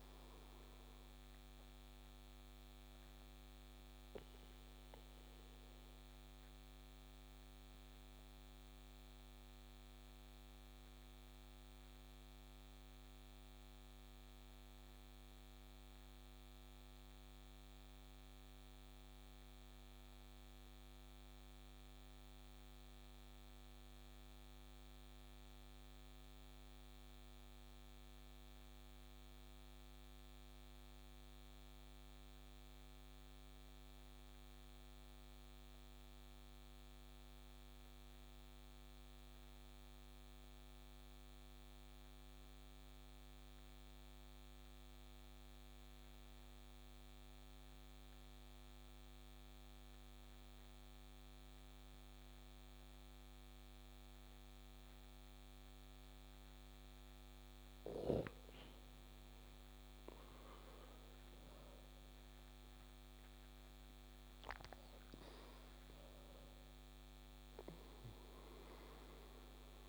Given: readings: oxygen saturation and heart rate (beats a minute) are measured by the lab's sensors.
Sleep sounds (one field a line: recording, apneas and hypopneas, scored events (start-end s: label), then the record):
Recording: breathing in sleep, hard to hear, by a microphone on the trachea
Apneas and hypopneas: 1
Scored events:
0.00-15.00 s: oxygen desaturation (device-marked, oxygen 88% lowest, heart rate 33 extreme)
2.00-57.00 s: obstructive apnea (oxygen 95% before, 88% lowest, heart rate 43 before, 34 extreme, up 4 after)
47.00-69.89 s: oxygen desaturation (device-marked, oxygen 98% before, 89% lowest, heart rate 43 before, 34 extreme)
59.50-63.00 s: arousal
From the record:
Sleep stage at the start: N2 (light sleep)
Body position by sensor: on the back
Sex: male